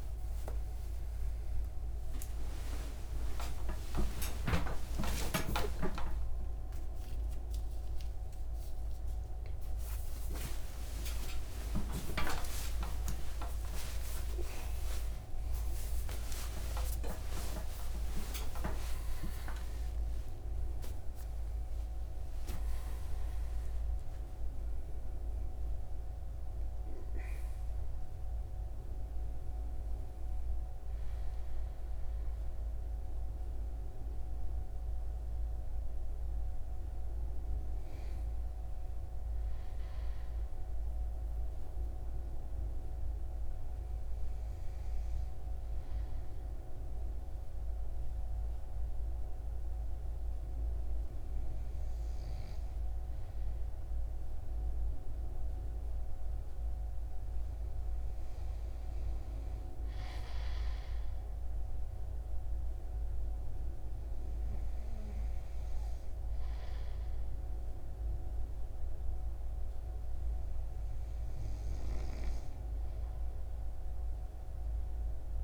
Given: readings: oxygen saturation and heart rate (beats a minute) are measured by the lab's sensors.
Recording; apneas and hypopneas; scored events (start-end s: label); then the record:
a person awake in a sleep study, by a room microphone; 1
41.50-75.44 s: new sleep stage, N2 (light sleep)
43.00-57.50 s: hypopnea (oxygen 98% before, 95% lowest)
59.50-63.00 s: arousal
From the record:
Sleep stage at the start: awake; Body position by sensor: on the right side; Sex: male